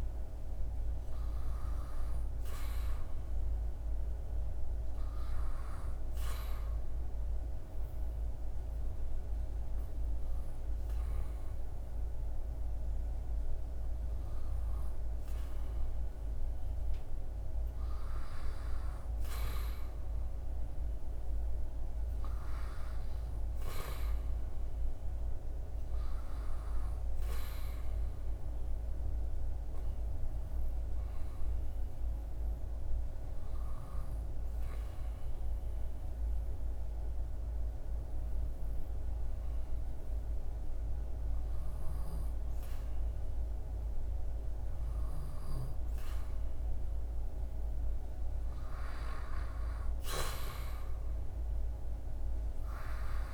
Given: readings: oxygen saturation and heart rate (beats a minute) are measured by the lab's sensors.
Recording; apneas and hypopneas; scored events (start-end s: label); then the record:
breathing in sleep, hard to hear, by a room microphone; 2
0.00-1.50 s: arousal
6.00-16.00 s: hypopnea (oxygen 97% before, 93% lowest, heart rate 80 before, 79 extreme, up 3 after)
22.50-26.50 s: arousal
30.00-43.00 s: hypopnea (oxygen 96% before, 93% lowest, heart rate 81 before, 77 extreme, up 1 after)
46.00-49.50 s: arousal
46.00-53.34 s: oxygen desaturation (device-marked, oxygen 97% before, 93% lowest, heart rate 80 before, 78 extreme)
From the record:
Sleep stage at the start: N2 (light sleep); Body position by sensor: on the back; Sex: male